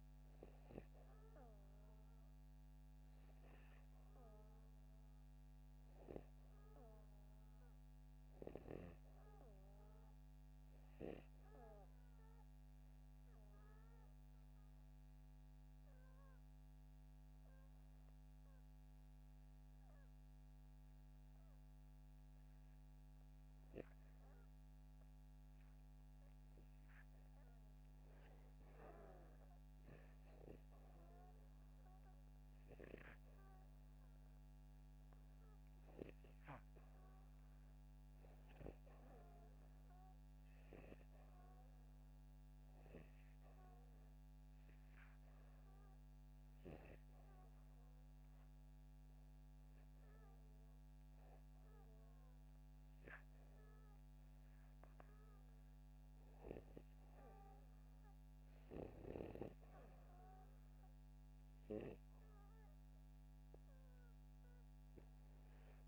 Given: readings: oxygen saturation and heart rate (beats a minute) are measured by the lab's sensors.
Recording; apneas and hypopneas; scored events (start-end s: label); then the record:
breathing in sleep by a microphone on the trachea; 2
16.50-26.50 s: hypopnea (oxygen 98% before, 89% lowest, heart rate 76 before, 77 extreme, up 1 after)
29.00-33.00 s: arousal
45.50-61.50 s: oxygen desaturation (device-marked, oxygen 95% before, 89% lowest, heart rate 80 before, 83 extreme)
46.00-57.00 s: hypopnea (oxygen 96% before, 89% lowest, heart rate 80 before, 83 extreme, up 0 after)
From the record:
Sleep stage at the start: REM sleep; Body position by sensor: upright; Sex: male